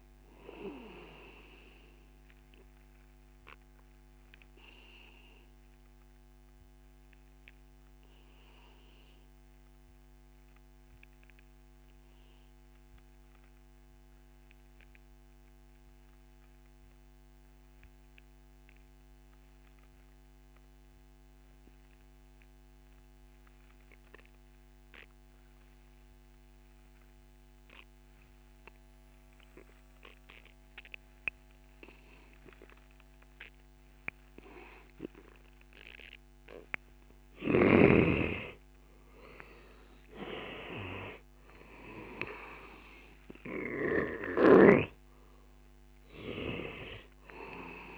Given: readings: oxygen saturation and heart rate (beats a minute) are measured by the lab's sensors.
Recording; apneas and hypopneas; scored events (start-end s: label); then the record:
breathing in sleep by a microphone on the trachea; 1
0.00-19.00 s: oxygen desaturation (device-marked, oxygen 88% lowest)
3.00-35.50 s: obstructive apnea (oxygen 97% before, 88% lowest)
35.00-47.98 s: oxygen desaturation (device-marked, oxygen 96% before, 89% lowest)
37.50-40.50 s: arousal
From the record:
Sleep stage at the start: N2 (light sleep); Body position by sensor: on the back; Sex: male